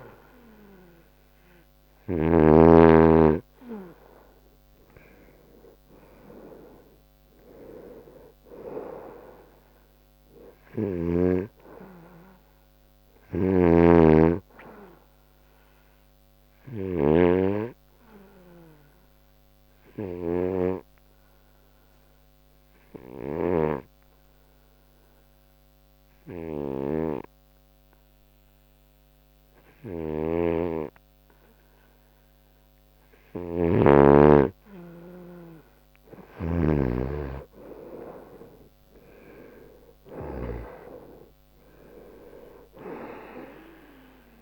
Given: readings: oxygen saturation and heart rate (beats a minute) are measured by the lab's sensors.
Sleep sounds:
breathing in sleep by a microphone on the trachea; 1
0.00-3.00 s: snoring (device-marked)
5.00-9.50 s: arousal
19.00-33.00 s: obstructive apnea (oxygen 96% before, 88% lowest, heart rate 76 before, 70 extreme, up 8 after)
24.50-36.50 s: oxygen desaturation (device-marked, oxygen 96% before, 91% lowest, heart rate 76 before, 70 extreme)
38.50-42.50 s: arousal
From the record:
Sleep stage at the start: N2 (light sleep); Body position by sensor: on the right side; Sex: male

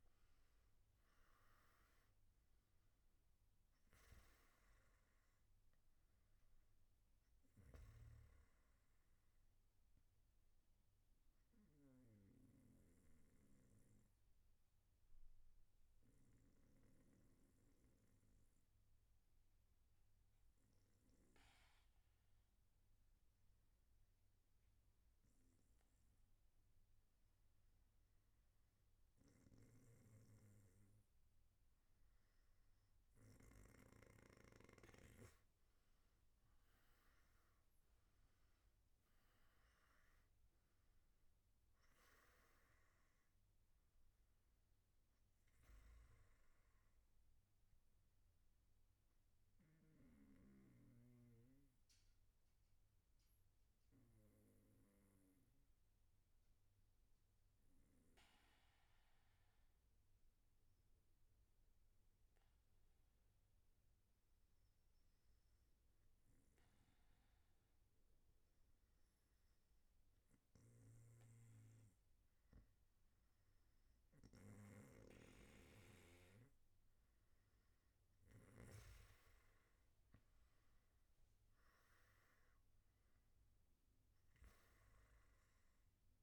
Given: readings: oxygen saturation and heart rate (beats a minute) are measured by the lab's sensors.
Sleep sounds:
breathing in sleep by a room microphone; 2
13.50-28.50 s: obstructive apnea (oxygen 96% before, 93% lowest, heart rate 109 before, 98 extreme, up 16 after)
50.00-68.00 s: obstructive apnea (oxygen 96% before, 92% lowest, heart rate 114 before, 84 extreme, up 3 after)
From the record:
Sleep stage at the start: N1 (lightest sleep); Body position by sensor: on the back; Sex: male

